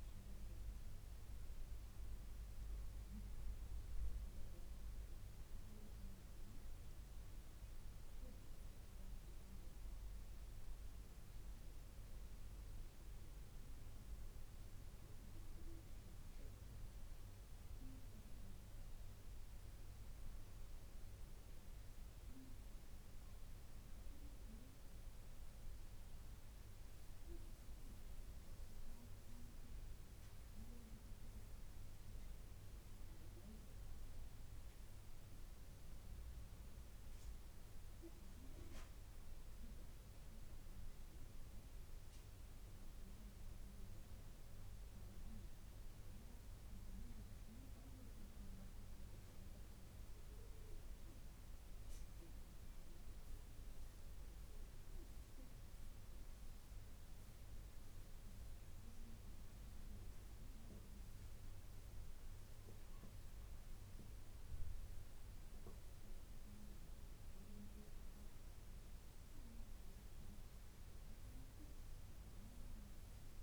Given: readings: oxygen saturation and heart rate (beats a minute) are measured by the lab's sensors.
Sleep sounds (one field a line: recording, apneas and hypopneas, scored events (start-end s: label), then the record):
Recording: breathing in sleep, hard to hear, by a room microphone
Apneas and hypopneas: none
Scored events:
35.00-73.43 s: new sleep stage, N2 (light sleep)
From the record:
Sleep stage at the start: N1 (lightest sleep)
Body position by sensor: on the back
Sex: female